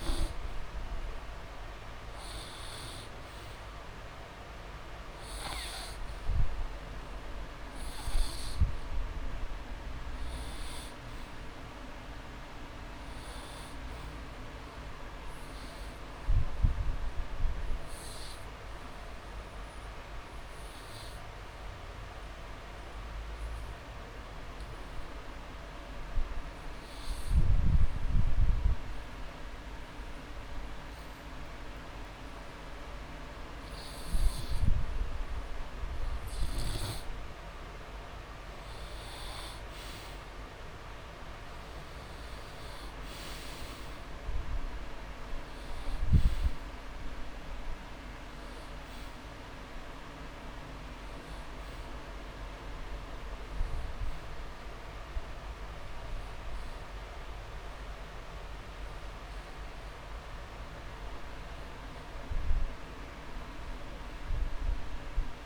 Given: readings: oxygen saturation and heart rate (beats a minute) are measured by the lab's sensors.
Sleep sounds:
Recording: breathing in sleep, hard to hear, by a room microphone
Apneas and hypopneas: 1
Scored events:
0.00-2.50 s: arousal
3.50-23.50 s: oxygen desaturation (device-marked, oxygen 97% before, 93% lowest)
17.00-36.50 s: obstructive apnea (oxygen 98% before, 90% lowest)
34.50-36.50 s: long interval between heartbeats (device-marked)
40.00-43.50 s: arousal
44.50-65.46 s: oxygen desaturation (device-marked, oxygen 97% before, 90% lowest)
57.50-59.50 s: long interval between heartbeats (device-marked)
From the record:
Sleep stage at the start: N2 (light sleep)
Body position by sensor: on the back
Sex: male

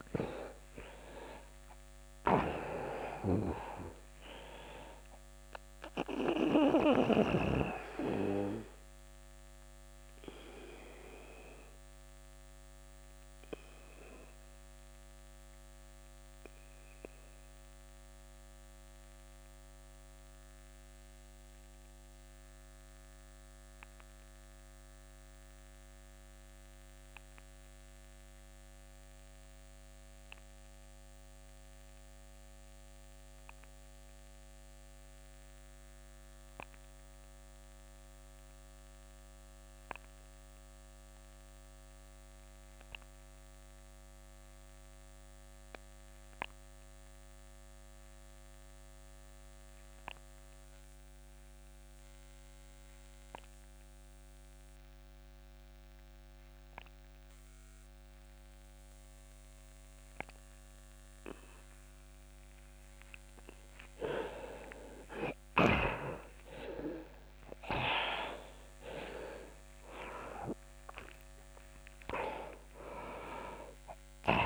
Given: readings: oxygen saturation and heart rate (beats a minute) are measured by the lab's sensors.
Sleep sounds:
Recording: breathing in sleep by a microphone on the trachea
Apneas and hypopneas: 1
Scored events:
0.00-28.00 s: oxygen desaturation (device-marked, oxygen 85% lowest)
7.00-63.00 s: obstructive apnea (oxygen 98% before, 80% lowest)
26.00-74.46 s: new sleep stage, N2 (light sleep)
46.00-74.46 s: oxygen desaturation (device-marked, oxygen 98% before, 80% lowest, heart rate 43 before, 26 extreme)
65.00-69.50 s: arousal
From the record:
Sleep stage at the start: REM sleep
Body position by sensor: on the back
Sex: male

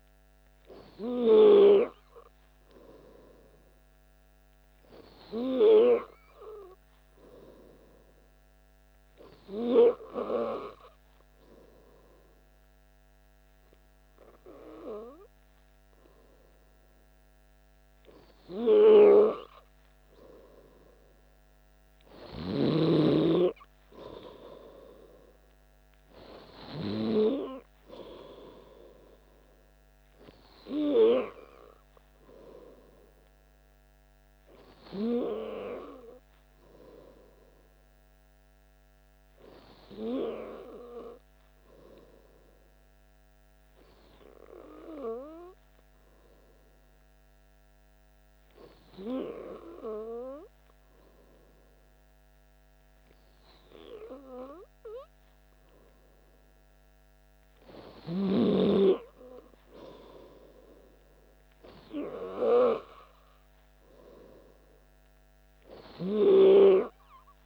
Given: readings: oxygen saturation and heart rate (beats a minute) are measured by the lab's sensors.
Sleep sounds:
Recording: breathing in sleep by a microphone on the trachea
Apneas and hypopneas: 2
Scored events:
9.00-22.00 s: hypopnea (oxygen 96% before, 94% lowest, heart rate 61 before, 60 extreme, up 1 after)
23.00-26.00 s: arousal
44.50-57.00 s: hypopnea (oxygen 96% before, 94% lowest, heart rate 61 before, 59 extreme, up 1 after)
57.50-61.00 s: arousal
From the record:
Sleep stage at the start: N2 (light sleep)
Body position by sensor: on the back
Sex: male

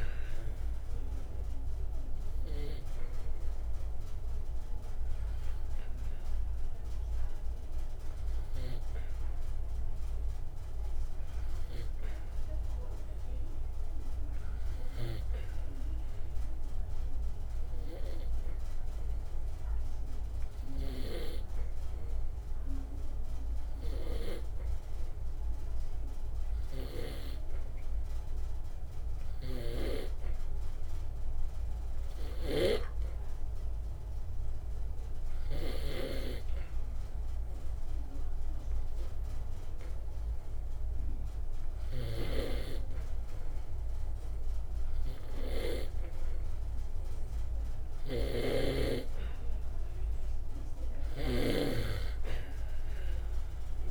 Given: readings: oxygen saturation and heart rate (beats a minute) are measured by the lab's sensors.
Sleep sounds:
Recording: breathing in sleep by a room microphone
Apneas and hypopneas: none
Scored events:
52.50-53.91 s: arousal
From the record:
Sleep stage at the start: N2 (light sleep)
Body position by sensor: on the back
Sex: male

